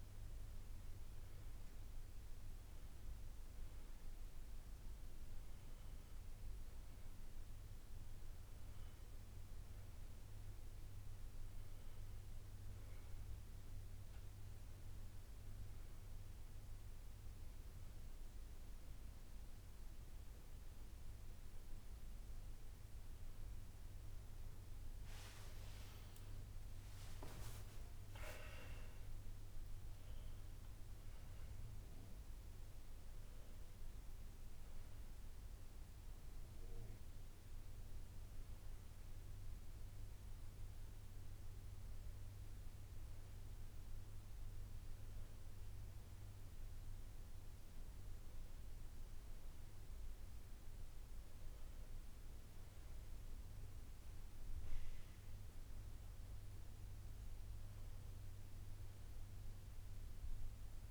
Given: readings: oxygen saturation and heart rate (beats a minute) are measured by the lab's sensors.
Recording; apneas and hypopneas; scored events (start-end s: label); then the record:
a person awake in a sleep study, hard to hear, by a room microphone; none
none scored
From the record:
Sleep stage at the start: awake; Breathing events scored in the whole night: 200 in 4.2 hours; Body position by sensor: on the back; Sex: male